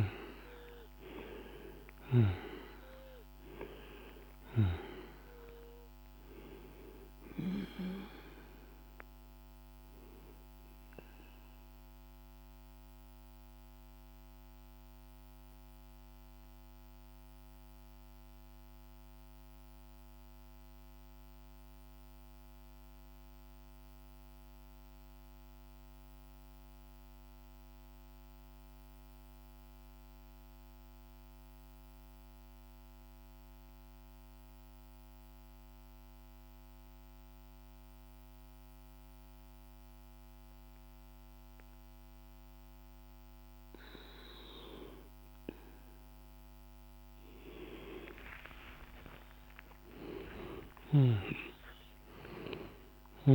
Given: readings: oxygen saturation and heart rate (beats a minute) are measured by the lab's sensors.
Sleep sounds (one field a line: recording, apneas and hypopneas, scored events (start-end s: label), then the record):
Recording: breathing in sleep by a microphone on the trachea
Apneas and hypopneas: 1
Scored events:
0.00-21.00 s: oxygen desaturation (device-marked, oxygen 88% lowest)
10.00-45.00 s: mixed apnea (oxygen 98% before, 88% lowest, heart rate 31 before, 35 extreme, up 45 after)
38.00-53.35 s: oxygen desaturation (device-marked, oxygen 99% before, 89% lowest, heart rate 49 before, 35 extreme)
47.00-52.50 s: arousal
From the record:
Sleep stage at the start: N2 (light sleep)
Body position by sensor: on the back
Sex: male